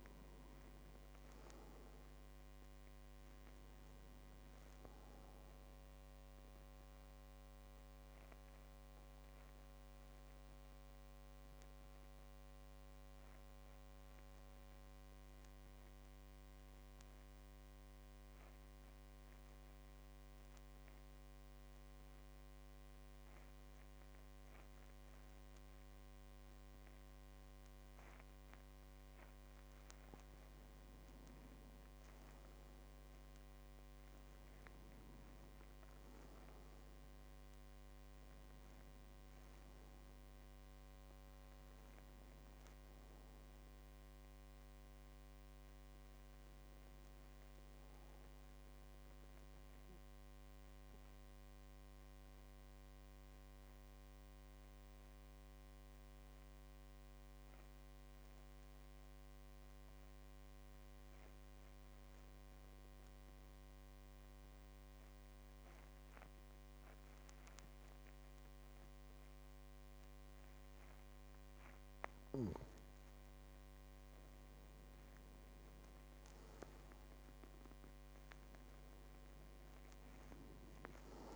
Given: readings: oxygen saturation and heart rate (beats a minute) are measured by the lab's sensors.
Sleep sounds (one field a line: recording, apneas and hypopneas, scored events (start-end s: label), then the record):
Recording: breathing in sleep, hard to hear, by a microphone on the trachea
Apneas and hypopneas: 2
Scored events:
0.00-19.50 s: oxygen desaturation (device-marked, oxygen 92% lowest, heart rate 46 extreme)
6.50-28.00 s: mixed apnea (oxygen 99% before, 91% lowest, heart rate 53 before, 46 extreme, up 11 after)
30.00-34.00 s: arousal
30.50-54.50 s: oxygen desaturation (device-marked, oxygen 99% before, 92% lowest, heart rate 48 before, 45 extreme)
50.50-71.00 s: mixed apnea (oxygen 99% before, 91% lowest, heart rate 56 before, 46 extreme, up 8 after)
69.50-81.36 s: oxygen desaturation (device-marked, oxygen 99% before, 91% lowest, heart rate 49 before, 46 extreme)
73.50-77.50 s: arousal
From the record:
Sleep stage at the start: N2 (light sleep)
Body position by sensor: on the back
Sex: male